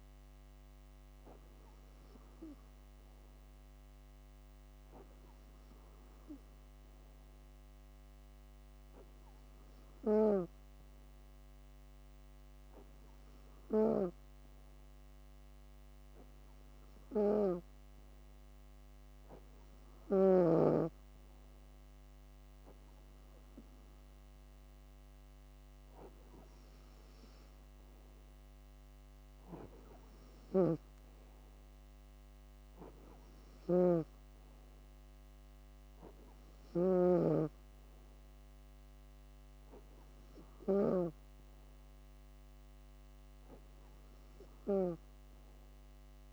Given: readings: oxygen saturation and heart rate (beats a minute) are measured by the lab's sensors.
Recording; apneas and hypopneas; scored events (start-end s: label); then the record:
breathing in sleep by a microphone on the trachea; 1
4.00-24.00 s: hypopnea (oxygen 96% before, 94% lowest, heart rate 64 before, 64 extreme, up 0 after)
28.50-32.00 s: arousal
30.00-36.50 s: snoring (device-marked)
From the record:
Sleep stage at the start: N2 (light sleep); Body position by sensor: on the back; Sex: female